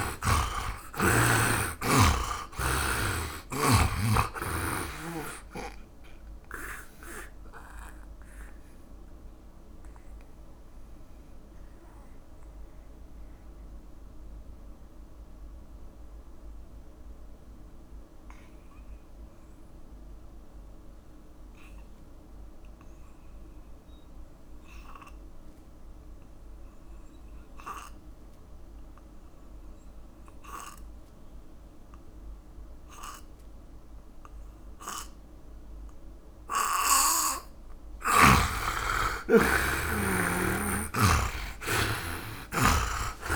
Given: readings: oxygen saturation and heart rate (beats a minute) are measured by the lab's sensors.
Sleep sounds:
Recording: breathing in sleep by a room microphone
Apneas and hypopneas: 1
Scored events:
0.00-2.50 s: arousal
0.00-28.50 s: oxygen desaturation (device-marked, oxygen 77% lowest, heart rate 39 extreme)
8.50-38.00 s: mixed apnea (oxygen 100% before, 77% lowest, heart rate 109 before, 55 extreme, up 25 after)
34.50-43.36 s: oxygen desaturation (device-marked, oxygen 99% before, 78% lowest, heart rate 57 before, 48 extreme)
40.00-43.36 s: arousal
From the record:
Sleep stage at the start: N2 (light sleep)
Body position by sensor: on the back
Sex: male

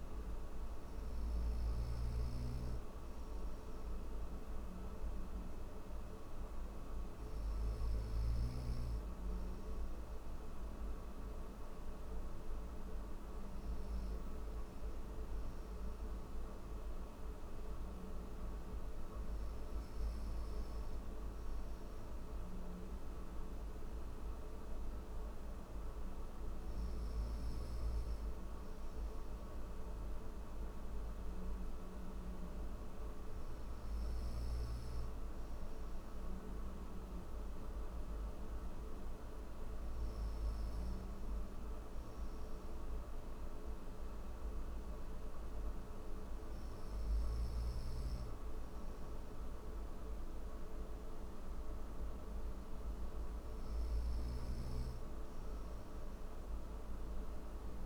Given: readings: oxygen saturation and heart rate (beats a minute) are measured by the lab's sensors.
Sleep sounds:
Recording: breathing in sleep, hard to hear, by a room microphone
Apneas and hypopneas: none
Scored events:
none scored
From the record:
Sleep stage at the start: N1 (lightest sleep)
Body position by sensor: on the right side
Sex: male

